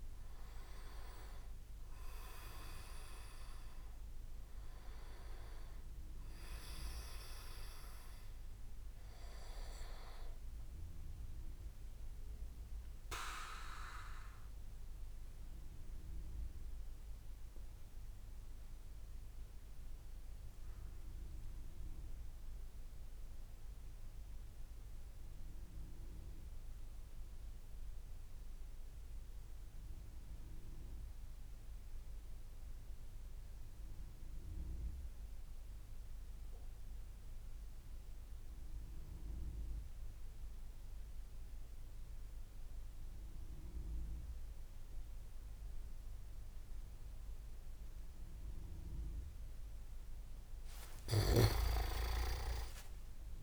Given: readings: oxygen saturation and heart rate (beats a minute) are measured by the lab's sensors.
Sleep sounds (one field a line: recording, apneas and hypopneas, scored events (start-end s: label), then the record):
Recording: breathing in sleep by a room microphone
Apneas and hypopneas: 1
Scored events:
0.00-8.50 s: oxygen desaturation (device-marked, oxygen 94% lowest, heart rate 52 extreme)
13.00-49.00 s: mixed apnea (oxygen 98% before, 94% lowest)
45.50-53.42 s: oxygen desaturation (device-marked, oxygen 99% before, 94% lowest)
50.50-53.42 s: arousal
50.50-53.42 s: leg movement (device-marked)
From the record:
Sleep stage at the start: N2 (light sleep)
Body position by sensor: on the back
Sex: male